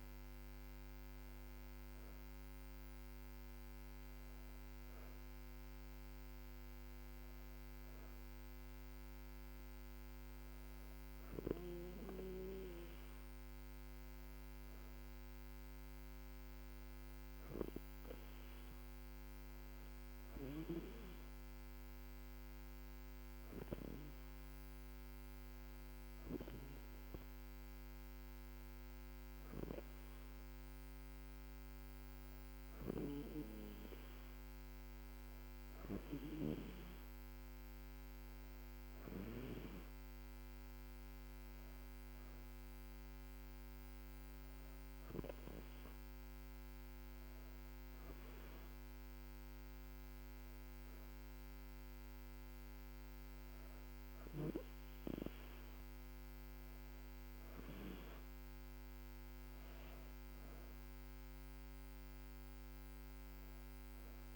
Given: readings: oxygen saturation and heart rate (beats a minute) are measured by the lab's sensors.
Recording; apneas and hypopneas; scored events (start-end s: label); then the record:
breathing in sleep by a microphone on the trachea; none
none scored
From the record:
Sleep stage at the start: N2 (light sleep); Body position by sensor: on the back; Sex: female